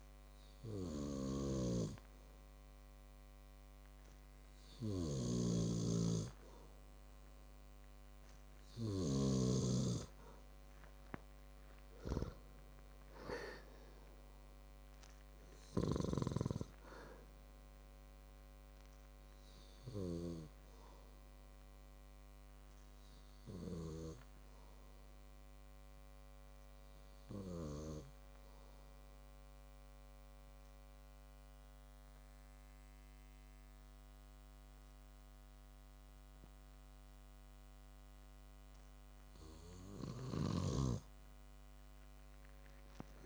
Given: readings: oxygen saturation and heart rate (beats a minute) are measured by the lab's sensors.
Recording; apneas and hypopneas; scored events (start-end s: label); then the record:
breathing in sleep by a microphone on the trachea; none
2.00-10.00 s: snoring (device-marked)
From the record:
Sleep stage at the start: N2 (light sleep); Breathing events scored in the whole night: 220 in 4.2 hours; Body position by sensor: on the back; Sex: male